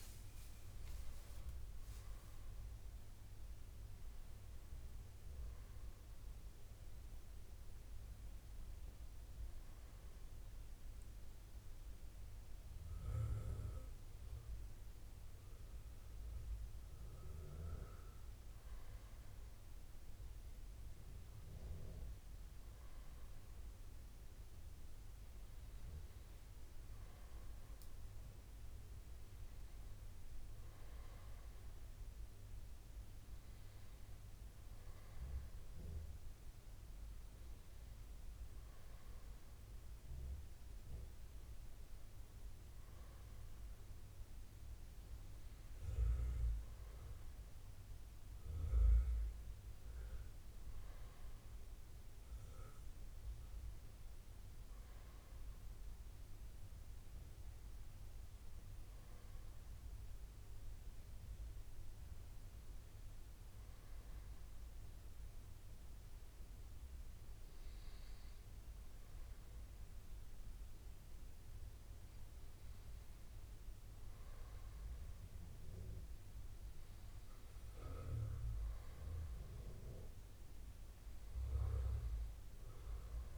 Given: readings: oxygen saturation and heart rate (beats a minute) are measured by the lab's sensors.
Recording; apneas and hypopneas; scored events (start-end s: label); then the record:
breathing in sleep by a room microphone; 1
55.50-59.00 s: arousal
62.50-73.50 s: hypopnea (oxygen 94% before, 90% lowest, heart rate 75 before, 72 extreme, up 2 after)
70.00-83.38 s: new sleep stage, N2 (light sleep)
77.50-81.50 s: arousal
79.00-83.38 s: oxygen desaturation (device-marked, oxygen 94% before, 90% lowest, heart rate 73 before, 71 extreme)
From the record:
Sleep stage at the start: N1 (lightest sleep); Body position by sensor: on the back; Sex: male